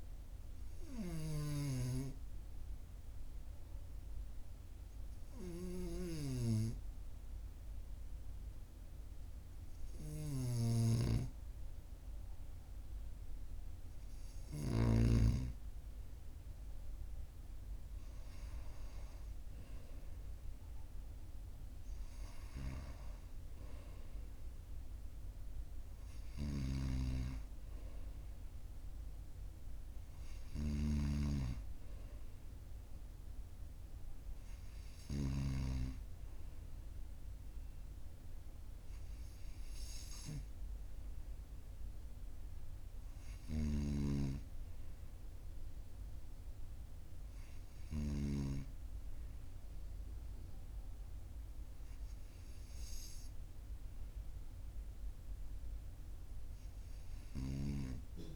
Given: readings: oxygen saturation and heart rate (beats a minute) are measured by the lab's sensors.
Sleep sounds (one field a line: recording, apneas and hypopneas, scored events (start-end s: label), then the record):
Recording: breathing in sleep by a room microphone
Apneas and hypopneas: none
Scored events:
0.00-14.50 s: snoring (device-marked)
26.00-35.00 s: snoring (device-marked)
43.00-48.00 s: snoring (device-marked)
From the record:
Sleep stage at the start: N2 (light sleep)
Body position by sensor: on the right side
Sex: male